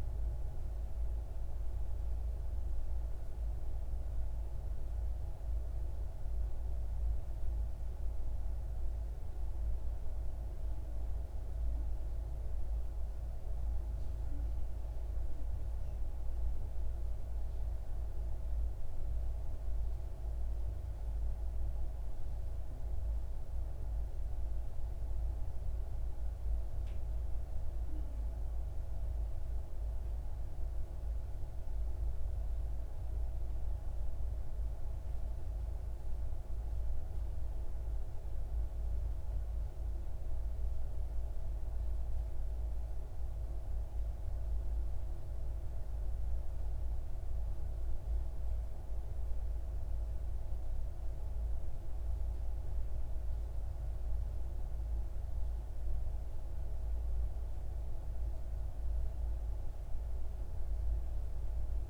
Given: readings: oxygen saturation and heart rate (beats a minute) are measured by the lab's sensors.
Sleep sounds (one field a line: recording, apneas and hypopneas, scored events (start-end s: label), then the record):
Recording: breathing in sleep, hard to hear, by a room microphone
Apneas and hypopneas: none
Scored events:
none scored
From the record:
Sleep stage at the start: N3 (deep sleep)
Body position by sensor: on the left side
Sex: male